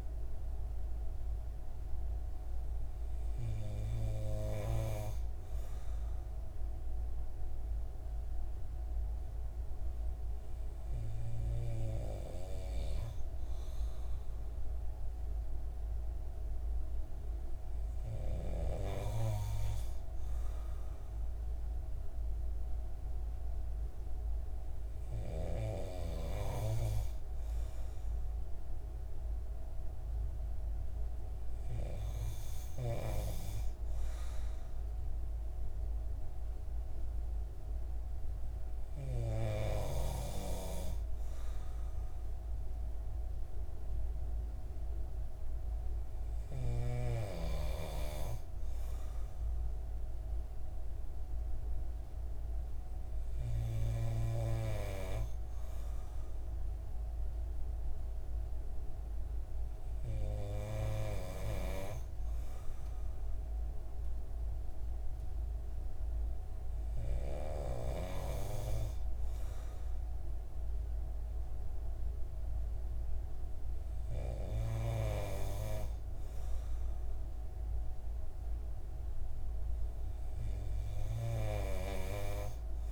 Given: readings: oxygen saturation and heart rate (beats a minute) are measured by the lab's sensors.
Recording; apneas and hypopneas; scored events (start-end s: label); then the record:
breathing in sleep by a room microphone; none
none scored
From the record:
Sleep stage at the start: N2 (light sleep); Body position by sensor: on the right side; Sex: male